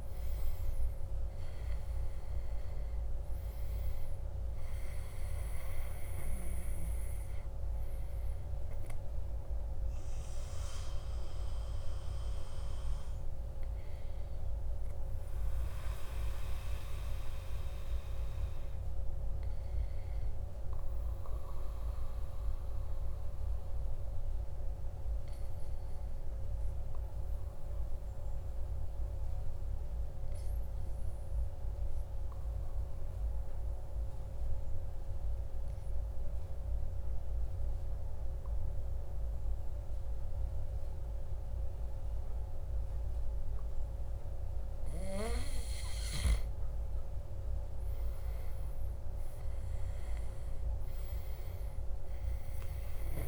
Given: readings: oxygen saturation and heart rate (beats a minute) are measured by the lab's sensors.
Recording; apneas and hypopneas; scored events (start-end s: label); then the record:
breathing in sleep, hard to hear, by a room microphone; 1
0.00-1.00 s: arousal
0.00-13.50 s: oxygen desaturation (device-marked, oxygen 94% lowest, heart rate 53 extreme)
22.50-44.50 s: obstructive apnea (oxygen 97% before, 94% lowest, heart rate 56 before, 53 extreme, up 6 after)
48.00-52.50 s: arousal
From the record:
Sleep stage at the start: N2 (light sleep); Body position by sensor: on the back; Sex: male